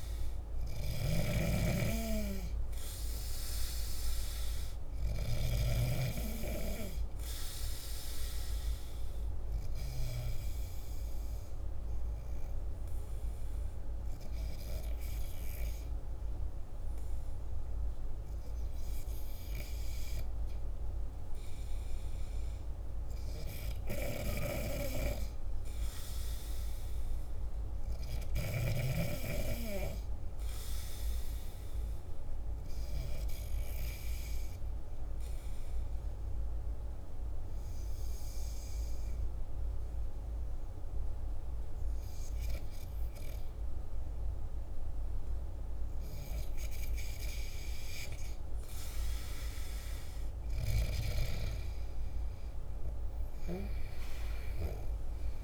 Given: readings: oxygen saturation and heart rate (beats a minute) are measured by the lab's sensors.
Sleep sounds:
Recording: breathing in sleep by a room microphone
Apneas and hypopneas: 1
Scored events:
0.00-5.50 s: snoring (device-marked)
0.00-22.00 s: oxygen desaturation (device-marked, oxygen 93% lowest, heart rate 50 extreme)
26.50-29.50 s: arousal
33.00-46.50 s: hypopnea (oxygen 97% before, 92% lowest, heart rate 51 before, 46 extreme, up 9 after)
48.50-52.00 s: arousal
53.00-55.44 s: oxygen desaturation (device-marked, oxygen 95% before, 92% lowest, heart rate 52 before, 46 extreme)
From the record:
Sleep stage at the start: N2 (light sleep)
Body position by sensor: on the back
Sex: male

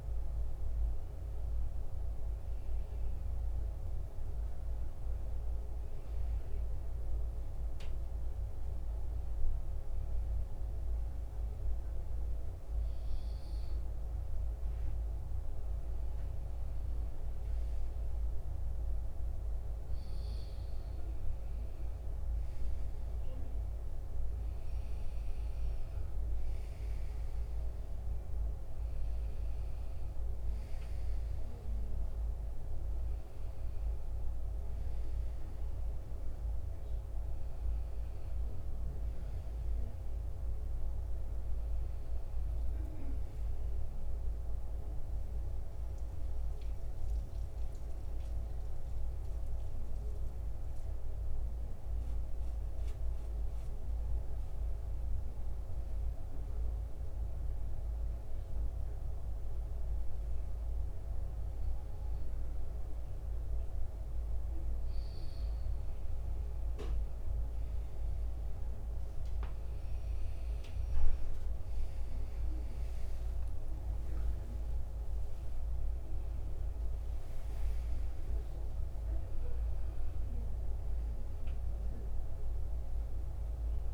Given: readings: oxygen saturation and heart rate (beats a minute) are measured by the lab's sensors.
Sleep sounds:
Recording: breathing in sleep, hard to hear, by a room microphone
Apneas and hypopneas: 1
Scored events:
12.00-83.94 s: new sleep stage, N2 (light sleep)
24.00-37.00 s: oxygen desaturation (device-marked, oxygen 93% before, 90% lowest, heart rate 76 before, 77 extreme)
45.00-50.00 s: arousal
55.00-67.00 s: hypopnea (oxygen 94% before, 90% lowest, heart rate 83 before, 74 extreme, up 13 after)
68.50-74.50 s: arousal
73.00-83.94 s: oxygen desaturation (device-marked, oxygen 94% before, 90% lowest, heart rate 78 before, 76 extreme)
From the record:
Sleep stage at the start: N1 (lightest sleep)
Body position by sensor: on the back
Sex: male

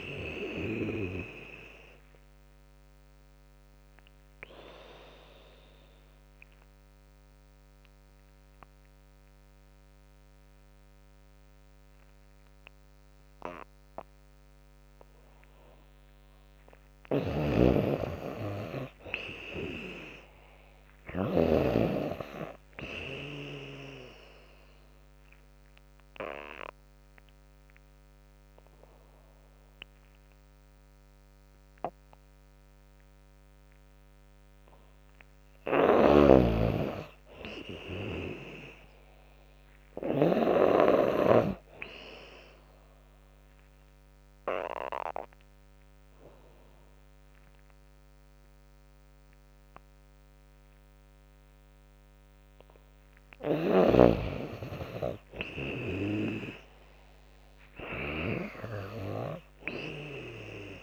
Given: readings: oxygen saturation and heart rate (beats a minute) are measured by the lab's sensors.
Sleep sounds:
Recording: breathing in sleep by a microphone on the trachea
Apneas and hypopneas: 3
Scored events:
0.00-1.00 s: tachycardia (device-marked, heart rate 113 extreme)
0.00-7.00 s: drop in pulse transit time (device-marked, heart rate 86 extreme)
0.00-18.00 s: oxygen desaturation (device-marked, oxygen 92% lowest, heart rate 70 extreme)
1.50-3.50 s: long interval between heartbeats (device-marked, heart rate 96 before, 107 extreme)
2.00-15.50 s: obstructive apnea (oxygen 98% before, 92% lowest, heart rate 97 before, 70 extreme, up 43 after)
16.00-23.00 s: tachycardia (device-marked, heart rate 98 before, 111 extreme)
16.50-19.50 s: arousal
16.50-21.00 s: snoring (device-marked)
19.00-30.00 s: drop in pulse transit time (device-marked, heart rate 87 before, 75 extreme)
19.50-21.50 s: long interval between heartbeats (device-marked, heart rate 87 before, 101 extreme)
23.00-25.00 s: long interval between heartbeats (device-marked, heart rate 86 before, 112 extreme)
24.00-34.00 s: obstructive apnea (oxygen 98% before, 93% lowest, heart rate 87 before, 76 extreme, up 26 after)
25.00-38.00 s: oxygen desaturation (device-marked, oxygen 98% before, 93% lowest, heart rate 88 before, 76 extreme)
30.00-32.00 s: long interval between heartbeats (device-marked, heart rate 90 before, 79 extreme)
35.50-40.00 s: snoring (device-marked)
36.50-39.00 s: arousal
37.00-41.00 s: tachycardia (device-marked, heart rate 97 before, 101 extreme)
37.50-39.50 s: long interval between heartbeats (device-marked, heart rate 92 before, 87 extreme)
39.50-41.50 s: long interval between heartbeats (device-marked, heart rate 92 before, 99 extreme)
42.50-53.00 s: obstructive apnea (oxygen 98% before, 93% lowest, heart rate 91 before, 70 extreme, up 35 after)
47.00-55.00 s: oxygen desaturation (device-marked, oxygen 97% before, 93% lowest, heart rate 89 before, 70 extreme)
53.00-55.00 s: long interval between heartbeats (device-marked, heart rate 91 before, 89 extreme)
54.00-59.00 s: tachycardia (device-marked, heart rate 96 before, 109 extreme)
54.00-60.83 s: drop in pulse transit time (device-marked, heart rate 92 before, 89 extreme)
56.00-58.00 s: long interval between heartbeats (device-marked, heart rate 93 before, 98 extreme)
56.00-59.50 s: arousal
From the record:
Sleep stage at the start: N2 (light sleep)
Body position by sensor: on the back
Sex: female

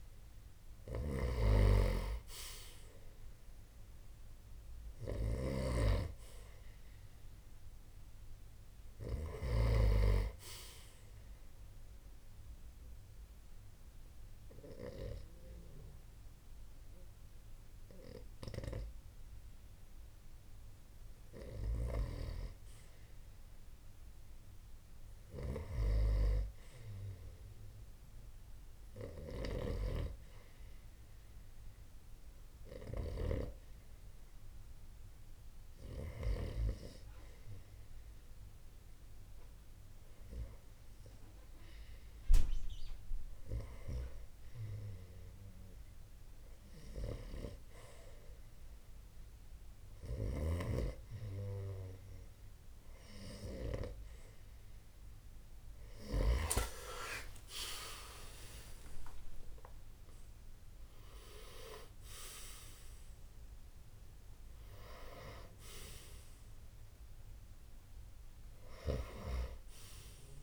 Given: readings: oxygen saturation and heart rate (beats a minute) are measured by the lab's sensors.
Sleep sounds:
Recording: breathing in sleep by a room microphone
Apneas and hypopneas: 2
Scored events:
0.00-7.00 s: oxygen desaturation (device-marked, oxygen 87% lowest)
9.00-15.00 s: oxygen desaturation (device-marked, oxygen 91% before, 87% lowest)
10.50-22.00 s: obstructive apnea (oxygen 92% before, 82% lowest)
24.00-27.00 s: arousal
31.00-48.00 s: oxygen desaturation (device-marked, oxygen 92% before, 83% lowest)
33.50-46.50 s: hypopnea (oxygen 92% before, 82% lowest)
52.50-56.50 s: arousal
55.00-70.43 s: oxygen desaturation (device-marked, oxygen 87% before, 82% lowest)
From the record:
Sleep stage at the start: REM sleep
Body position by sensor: on the right side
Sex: male

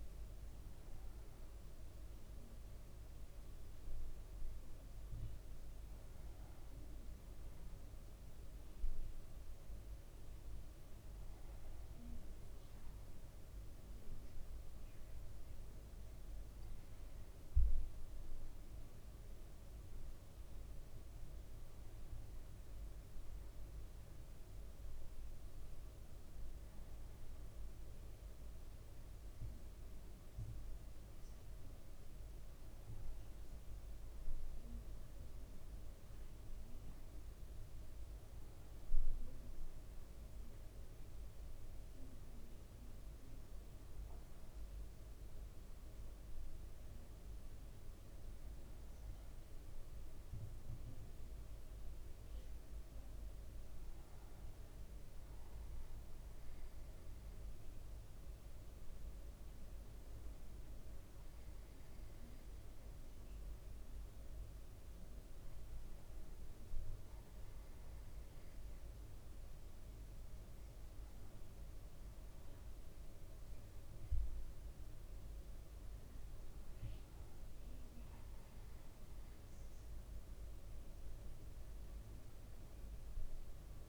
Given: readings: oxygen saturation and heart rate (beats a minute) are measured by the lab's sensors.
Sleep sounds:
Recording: breathing in sleep, hard to hear, by a room microphone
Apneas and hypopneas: none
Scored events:
none scored
From the record:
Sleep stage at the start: N1 (lightest sleep)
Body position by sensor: on the back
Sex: male

